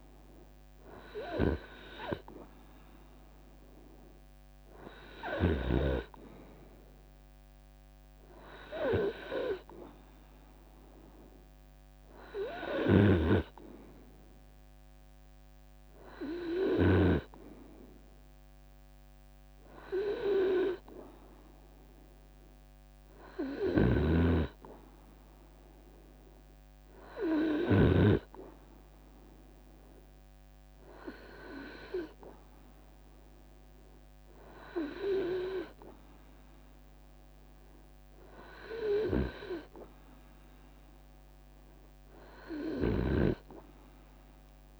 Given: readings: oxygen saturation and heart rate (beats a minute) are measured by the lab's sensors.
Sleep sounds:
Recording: breathing in sleep by a microphone on the trachea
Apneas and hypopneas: none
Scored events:
none scored
From the record:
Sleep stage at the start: N2 (light sleep)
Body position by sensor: on the right side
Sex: male

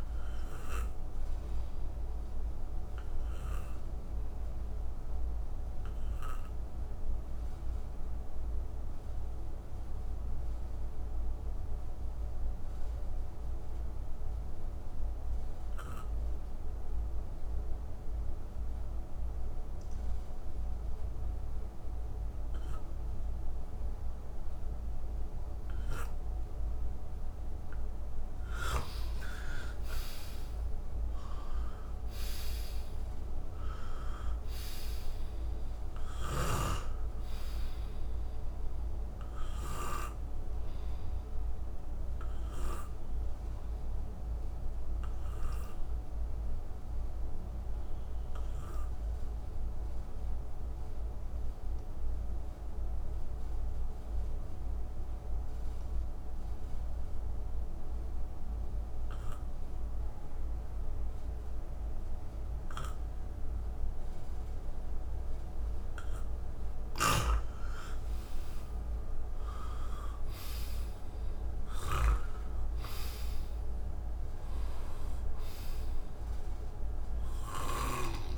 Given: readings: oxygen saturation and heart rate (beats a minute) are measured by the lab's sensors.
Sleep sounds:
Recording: breathing in sleep by a room microphone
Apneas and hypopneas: 2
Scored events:
0.00-11.00 s: oxygen desaturation (device-marked, oxygen 88% lowest, heart rate 56 extreme)
0.50-26.50 s: obstructive apnea (oxygen 98% before, 85% lowest, heart rate 67 before, 57 extreme, up 9 after)
24.00-51.00 s: oxygen desaturation (device-marked, oxygen 96% before, 85% lowest, heart rate 61 before, 60 extreme)
28.00-32.00 s: arousal
39.50-66.00 s: obstructive apnea (oxygen 97% before, 85% lowest, heart rate 67 before, 60 extreme, up 9 after)
66.00-78.38 s: oxygen desaturation (device-marked, oxygen 97% before, 86% lowest, heart rate 64 before, 61 extreme)
67.00-72.00 s: arousal
67.00-78.00 s: snoring (device-marked)
From the record:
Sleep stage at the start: N2 (light sleep)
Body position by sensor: on the back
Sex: male

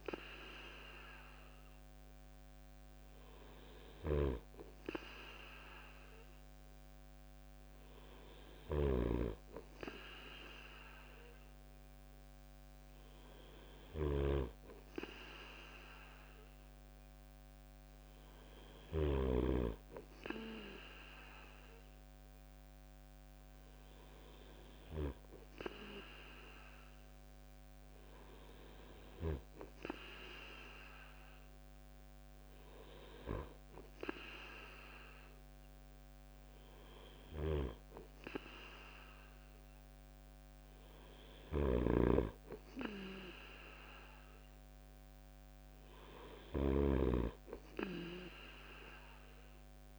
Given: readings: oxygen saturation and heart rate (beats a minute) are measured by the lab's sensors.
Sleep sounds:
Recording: breathing in sleep by a microphone on the trachea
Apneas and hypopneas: none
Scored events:
3.50-18.50 s: snoring (device-marked)
36.50-49.99 s: snoring (device-marked)
From the record:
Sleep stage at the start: N2 (light sleep)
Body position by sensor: on the right side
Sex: male

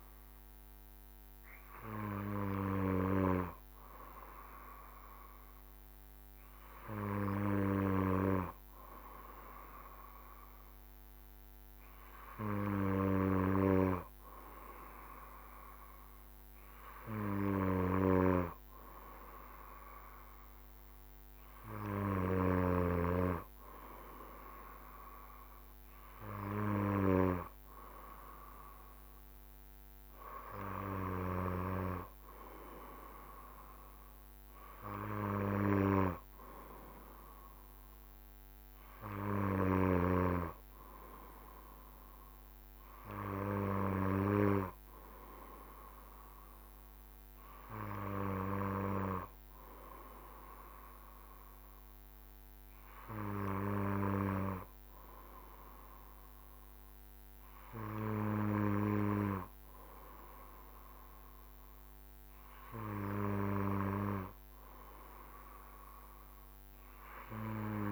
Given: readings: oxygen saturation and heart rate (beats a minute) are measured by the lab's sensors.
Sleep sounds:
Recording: breathing in sleep by a microphone on the trachea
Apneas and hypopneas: none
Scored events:
none scored
From the record:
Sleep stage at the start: N2 (light sleep)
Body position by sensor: on the back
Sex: male

